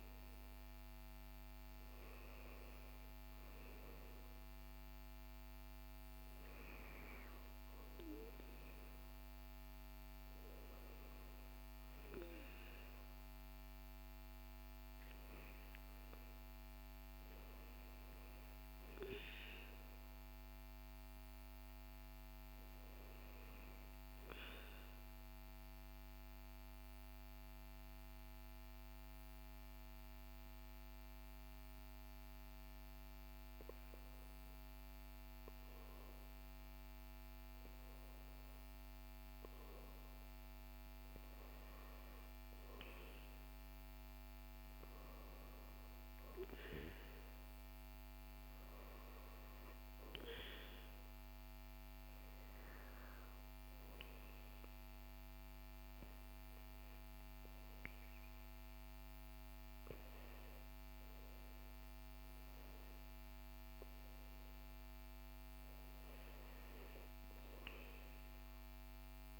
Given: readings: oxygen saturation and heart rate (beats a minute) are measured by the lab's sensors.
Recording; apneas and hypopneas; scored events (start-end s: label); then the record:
breathing in sleep by a microphone on the trachea; 1
16.50-20.50 s: arousal
24.00-34.50 s: obstructive apnea (oxygen 98% before, 96% lowest, heart rate 62 before, 54 extreme, up 6 after)
39.50-44.50 s: arousal
From the record:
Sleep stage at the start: REM sleep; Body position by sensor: on the back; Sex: male